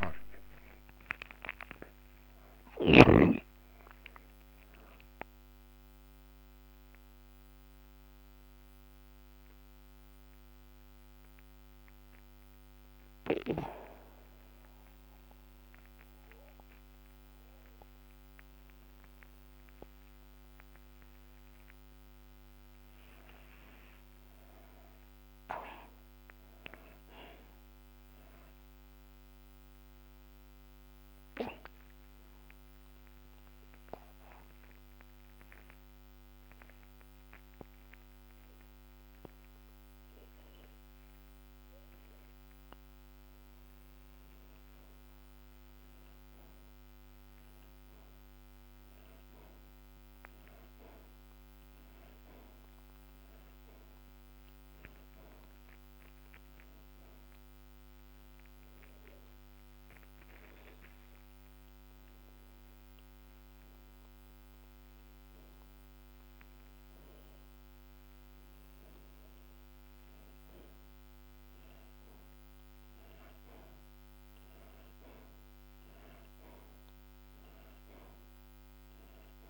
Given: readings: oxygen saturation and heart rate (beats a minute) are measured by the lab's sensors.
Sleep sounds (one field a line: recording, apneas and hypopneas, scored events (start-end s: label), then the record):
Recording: breathing in sleep by a microphone on the trachea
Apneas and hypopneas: 3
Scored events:
0.00-3.50 s: arousal
0.00-3.50 s: snoring (device-marked)
6.50-21.50 s: obstructive apnea (oxygen 94% before, 76% lowest)
7.50-22.50 s: oxygen desaturation (device-marked, oxygen 93% before, 80% lowest)
23.50-28.00 s: arousal
31.50-44.00 s: obstructive apnea (oxygen 96% before, 76% lowest)
40.50-47.50 s: oxygen desaturation (device-marked, oxygen 94% before, 81% lowest)
47.00-51.50 s: arousal
57.00-70.50 s: hypopnea (oxygen 96% before, 76% lowest)
57.50-71.50 s: oxygen desaturation (device-marked, oxygen 92% before, 76% lowest)
72.50-76.00 s: arousal
76.50-79.50 s: oxygen desaturation (device-marked, oxygen 85% before, 76% lowest)
From the record:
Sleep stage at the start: N2 (light sleep)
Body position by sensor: on the back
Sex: male